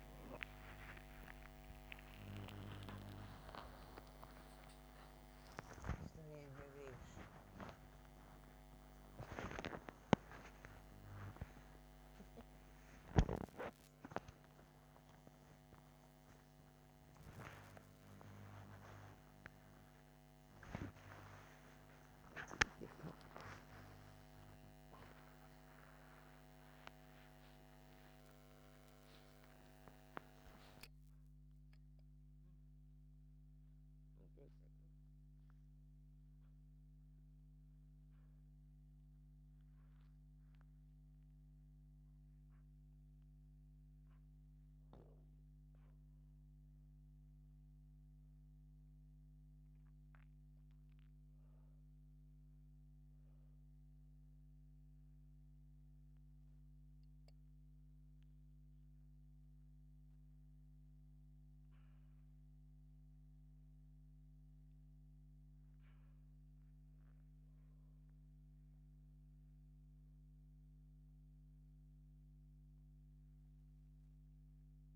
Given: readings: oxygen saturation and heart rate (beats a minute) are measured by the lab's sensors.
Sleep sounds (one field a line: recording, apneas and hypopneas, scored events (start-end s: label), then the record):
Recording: a person awake in a sleep study, by a microphone on the trachea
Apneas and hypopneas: none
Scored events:
6.50-24.50 s: oxygen desaturation (device-marked, oxygen 93% before, 89% lowest, heart rate 118 before, 38 extreme)
55.50-74.96 s: oxygen desaturation (device-marked, oxygen 95% before, 90% lowest)
From the record:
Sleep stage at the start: awake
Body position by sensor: upright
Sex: female